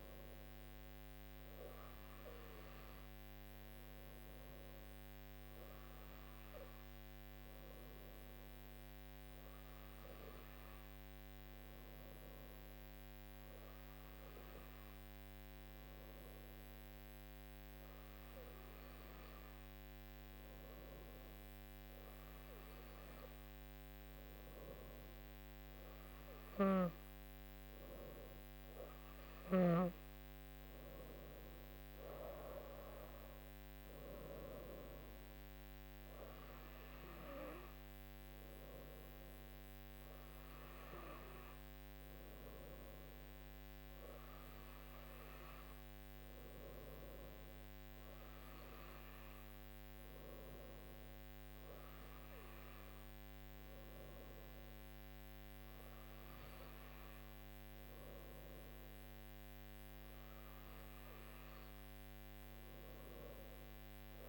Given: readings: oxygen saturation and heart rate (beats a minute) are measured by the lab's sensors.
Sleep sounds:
breathing in sleep, hard to hear, by a microphone on the trachea; none
none scored
From the record:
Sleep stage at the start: N2 (light sleep); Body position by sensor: on the right side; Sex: female

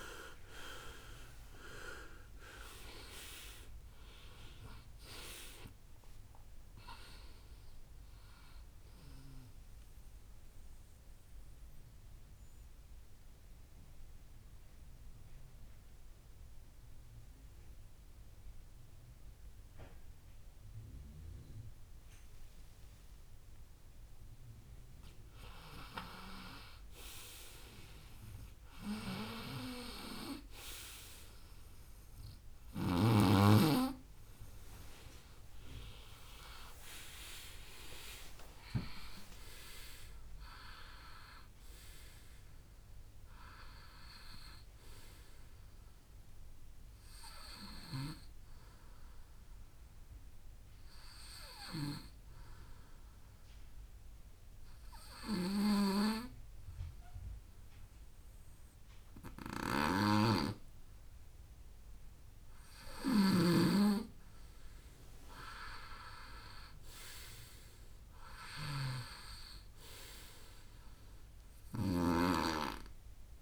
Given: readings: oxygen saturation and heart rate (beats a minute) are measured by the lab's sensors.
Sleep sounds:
breathing in sleep by a room microphone; 2
0.00-1.00 s: oxygen desaturation (device-marked, oxygen 87% lowest, heart rate 58 extreme)
8.00-25.00 s: oxygen desaturation (device-marked, oxygen 89% before, 81% lowest, heart rate 80 before, 63 extreme)
9.50-26.00 s: mixed apnea (oxygen 94% before, 81% lowest, heart rate 82 before, 63 extreme, up 13 after)
35.00-39.00 s: arousal
42.00-58.00 s: oxygen desaturation (device-marked, oxygen 98% before, 93% lowest, heart rate 73 before, 71 extreme)
52.00-63.00 s: hypopnea (oxygen 99% before, 93% lowest, heart rate 77 before, 71 extreme, up 7 after)
63.00-73.42 s: snoring (device-marked)
67.50-71.50 s: arousal
From the record:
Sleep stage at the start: N2 (light sleep); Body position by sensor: on the right side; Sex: male

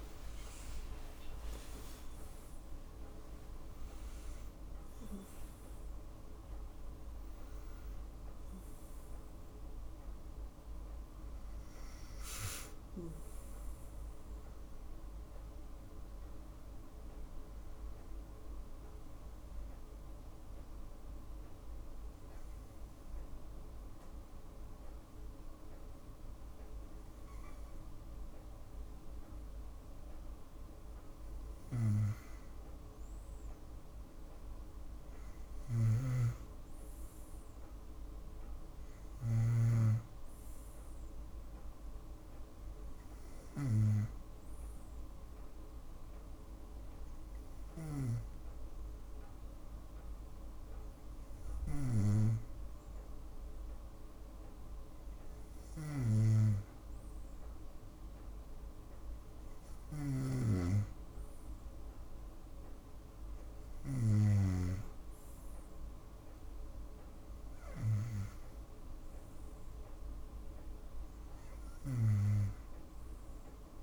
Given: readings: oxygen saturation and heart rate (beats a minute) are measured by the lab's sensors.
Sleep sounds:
breathing in sleep by a room microphone; 1
0.00-3.00 s: arousal
18.50-30.00 s: obstructive apnea (oxygen 93% before, 91% lowest, heart rate 67 before, 59 extreme, up 2 after)
32.50-35.50 s: arousal
42.50-55.50 s: oxygen desaturation (device-marked, oxygen 96% before, 91% lowest, heart rate 60 before, 61 extreme)
From the record:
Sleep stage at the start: N2 (light sleep); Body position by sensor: on the right side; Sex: female

